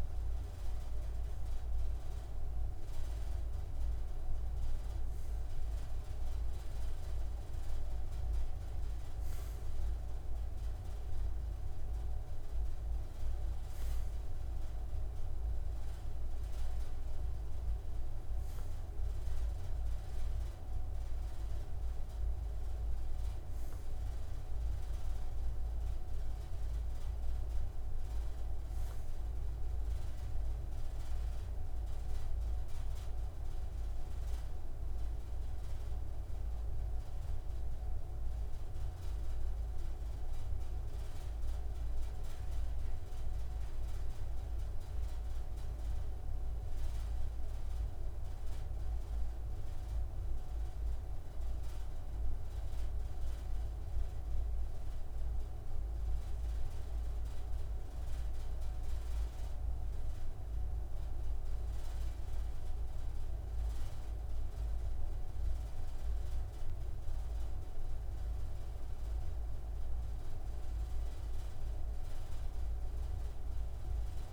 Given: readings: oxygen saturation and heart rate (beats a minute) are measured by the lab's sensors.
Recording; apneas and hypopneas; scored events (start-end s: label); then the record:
breathing in sleep, hard to hear, by a room microphone; 1
37.50-49.50 s: hypopnea (oxygen 97% before, 94% lowest, heart rate 80 before, 75 extreme, up 1 after)
52.00-55.50 s: arousal
From the record:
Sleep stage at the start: N2 (light sleep); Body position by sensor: on the right side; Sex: male